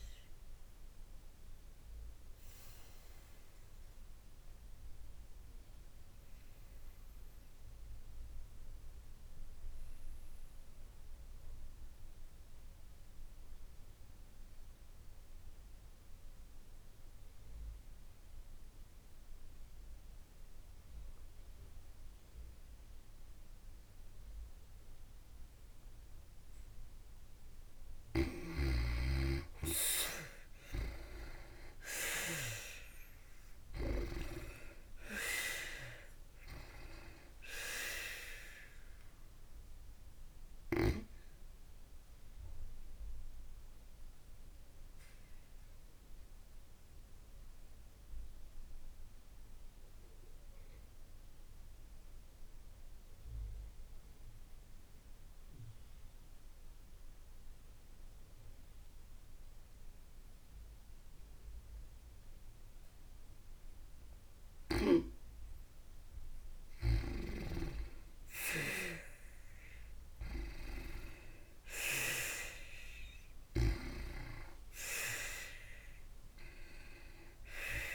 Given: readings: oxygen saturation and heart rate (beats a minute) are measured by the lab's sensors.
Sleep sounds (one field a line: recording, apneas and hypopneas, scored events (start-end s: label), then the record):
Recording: breathing in sleep by a room microphone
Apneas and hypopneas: 2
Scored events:
0.00-6.00 s: oxygen desaturation (device-marked, oxygen 89% lowest, heart rate 53 extreme)
0.50-27.00 s: obstructive apnea (oxygen 96% before, 86% lowest, heart rate 75 before, 53 extreme, up 26 after)
29.00-33.50 s: arousal
31.00-38.00 s: oxygen desaturation (device-marked, oxygen 96% before, 88% lowest, heart rate 58 before, 53 extreme)
42.50-63.00 s: obstructive apnea (oxygen 96% before, 86% lowest, heart rate 67 before, 53 extreme, up 3 after)
65.50-70.00 s: arousal
66.00-77.95 s: oxygen desaturation (device-marked, oxygen 94% before, 86% lowest, heart rate 55 before, 53 extreme)
From the record:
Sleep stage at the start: N2 (light sleep)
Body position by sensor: on the back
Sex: female